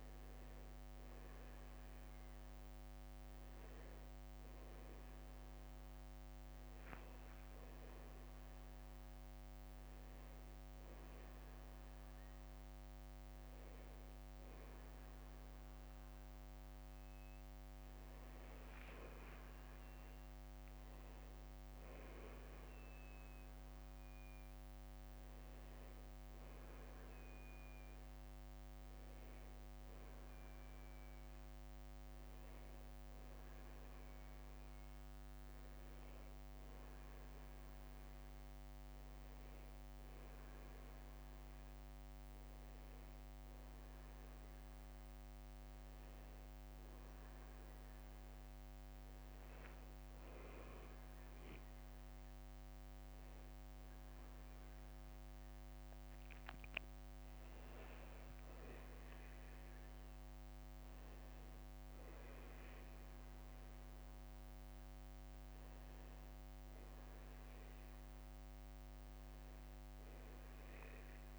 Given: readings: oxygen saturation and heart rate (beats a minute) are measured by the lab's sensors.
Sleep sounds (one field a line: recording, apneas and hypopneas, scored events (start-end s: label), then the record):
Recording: a person awake in a sleep study, hard to hear, by a microphone on the trachea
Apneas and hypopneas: none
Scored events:
41.50-43.50 s: long interval between heartbeats (device-marked, heart rate 59 before, 69 extreme)
52.50-54.50 s: long interval between heartbeats (device-marked, heart rate 60 before, 69 extreme)
From the record:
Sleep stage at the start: awake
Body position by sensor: on the back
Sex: male